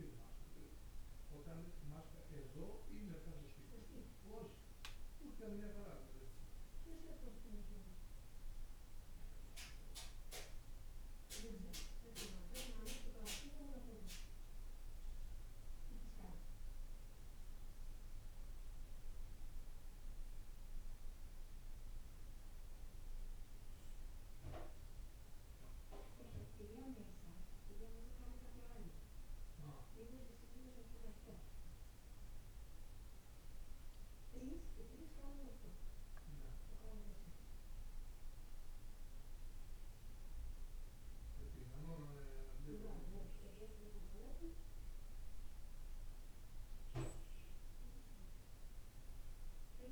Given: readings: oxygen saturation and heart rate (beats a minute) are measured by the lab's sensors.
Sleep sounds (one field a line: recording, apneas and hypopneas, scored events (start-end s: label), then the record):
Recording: breathing in sleep by a room microphone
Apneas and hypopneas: none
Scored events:
none scored
From the record:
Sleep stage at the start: N2 (light sleep)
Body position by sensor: on the right side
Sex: male